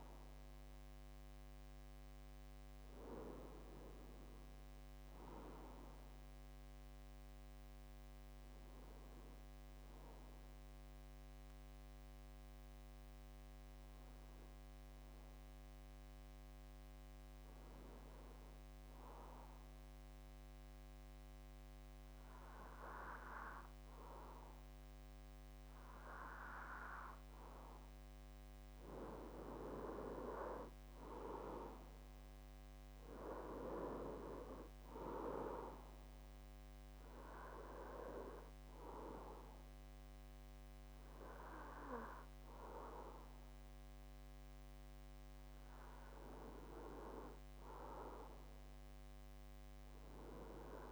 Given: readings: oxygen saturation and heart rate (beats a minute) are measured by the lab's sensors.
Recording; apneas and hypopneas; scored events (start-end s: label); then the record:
breathing in sleep by a microphone on the trachea; 1
0.00-5.00 s: oxygen desaturation (device-marked, oxygen 90% lowest)
9.50-25.00 s: hypopnea (oxygen 95% before, 89% lowest)
27.00-31.00 s: arousal
30.00-48.00 s: oxygen desaturation (device-marked, oxygen 95% before, 90% lowest)
From the record:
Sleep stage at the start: N2 (light sleep); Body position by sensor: on the back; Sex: male